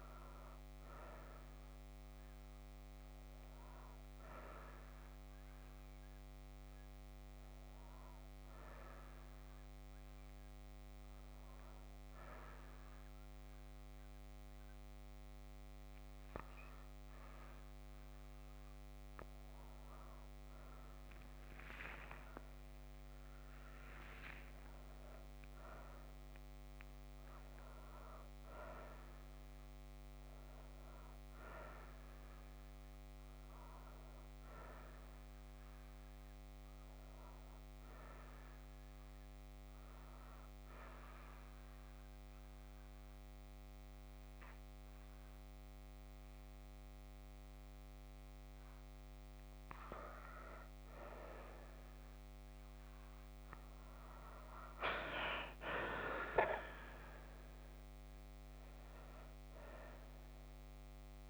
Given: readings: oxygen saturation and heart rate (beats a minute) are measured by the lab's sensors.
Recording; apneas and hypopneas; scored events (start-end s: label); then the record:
breathing in sleep by a microphone on the trachea; 1
31.50-37.50 s: arousal
40.50-50.50 s: central apnea (oxygen 94% before, 91% lowest)
54.00-58.50 s: arousal
From the record:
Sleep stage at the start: N2 (light sleep); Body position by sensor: on the right side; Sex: female